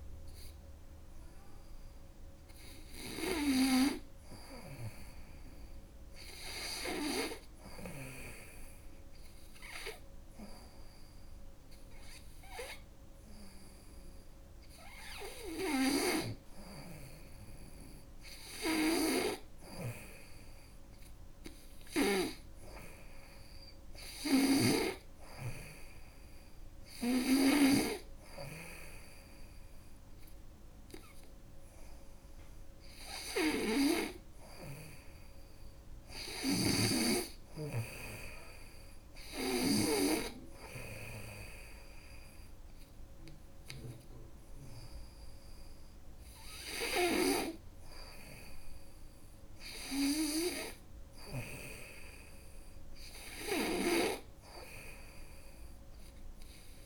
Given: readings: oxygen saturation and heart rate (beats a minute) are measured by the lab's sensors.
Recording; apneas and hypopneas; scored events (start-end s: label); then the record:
breathing in sleep by a room microphone; none
none scored
From the record:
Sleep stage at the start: N2 (light sleep); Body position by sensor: on the front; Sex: female